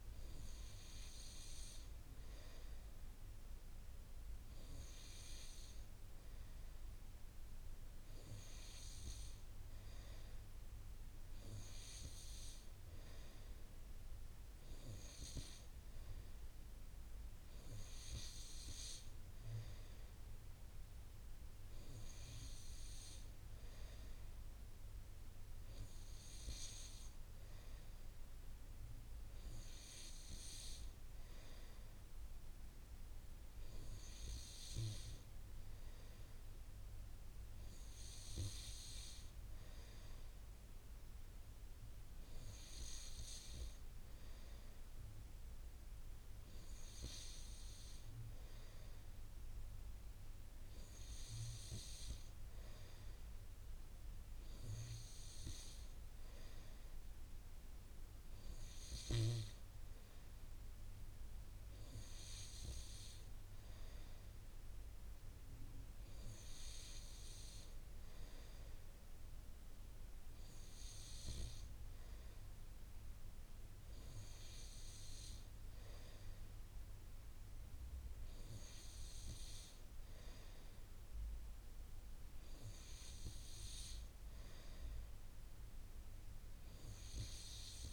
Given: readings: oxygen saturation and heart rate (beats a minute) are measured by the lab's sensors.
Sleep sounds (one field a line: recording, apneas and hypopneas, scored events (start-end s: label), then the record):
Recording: breathing in sleep by a room microphone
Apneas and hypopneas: none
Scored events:
15.00-17.00 s: long interval between heartbeats (device-marked)
21.00-23.00 s: long interval between heartbeats (device-marked)
25.50-27.50 s: long interval between heartbeats (device-marked)
41.50-43.50 s: long interval between heartbeats (device-marked)
61.50-63.50 s: long interval between heartbeats (device-marked)
73.00-75.00 s: long interval between heartbeats (device-marked)
86.00-87.93 s: long interval between heartbeats (device-marked)
From the record:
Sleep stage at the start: N2 (light sleep)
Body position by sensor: on the right side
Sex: male